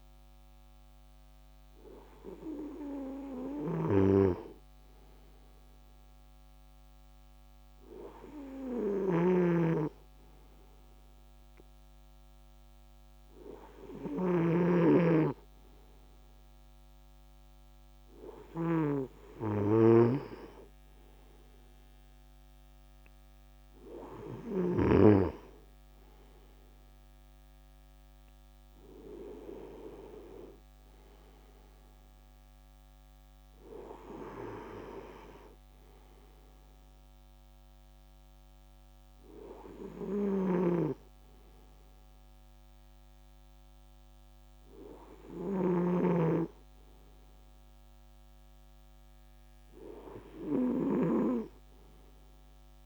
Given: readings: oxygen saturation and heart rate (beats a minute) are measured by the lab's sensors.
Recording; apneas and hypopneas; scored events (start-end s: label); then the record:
breathing in sleep by a microphone on the trachea; none
8.50-14.50 s: snoring (device-marked)
12.50-52.86 s: new sleep stage, N2 (light sleep)
From the record:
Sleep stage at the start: REM sleep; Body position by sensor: on the right side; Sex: male